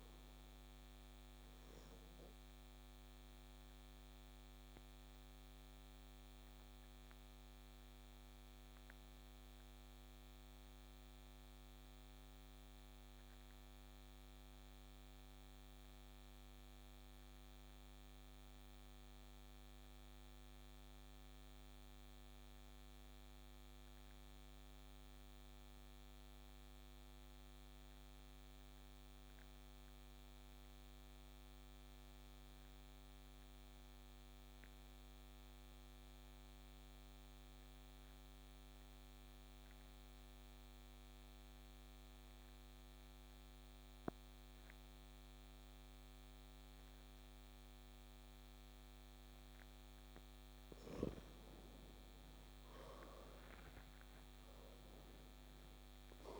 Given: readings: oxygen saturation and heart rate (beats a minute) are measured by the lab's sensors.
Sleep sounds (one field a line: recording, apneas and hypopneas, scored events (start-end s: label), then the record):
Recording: breathing in sleep, hard to hear, by a microphone on the trachea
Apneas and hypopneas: 1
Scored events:
0.00-13.50 s: oxygen desaturation (device-marked, oxygen 87% lowest)
2.00-50.50 s: obstructive apnea (oxygen 94% before, 87% lowest)
49.50-56.39 s: oxygen desaturation (device-marked, oxygen 96% before, 92% lowest, heart rate 32 before, 26 extreme)
52.00-56.39 s: arousal
From the record:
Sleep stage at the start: N2 (light sleep)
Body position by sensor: on the back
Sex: male